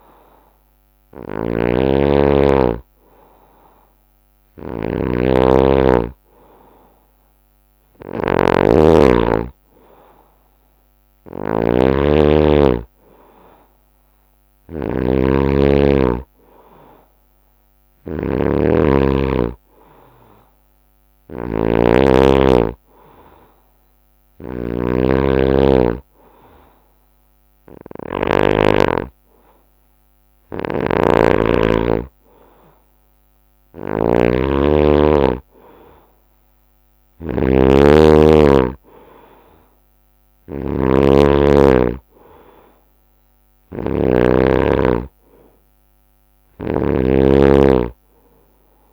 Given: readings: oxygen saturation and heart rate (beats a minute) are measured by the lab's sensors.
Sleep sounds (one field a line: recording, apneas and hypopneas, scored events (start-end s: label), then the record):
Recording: breathing in sleep by a microphone on the trachea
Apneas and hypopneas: 1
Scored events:
0.00-28.00 s: snoring (device-marked)
11.00-13.00 s: long interval between heartbeats (device-marked, heart rate 66 before, 68 extreme)
23.50-33.50 s: hypopnea (oxygen 93% before, 90% lowest, heart rate 68 before, 63 extreme, up 0 after)
30.00-48.93 s: snoring (device-marked)
38.00-42.00 s: arousal
45.50-48.93 s: oxygen desaturation (device-marked, oxygen 93% before, 90% lowest, heart rate 68 before, 63 extreme)
From the record:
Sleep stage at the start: N2 (light sleep)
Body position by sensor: on the right side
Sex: male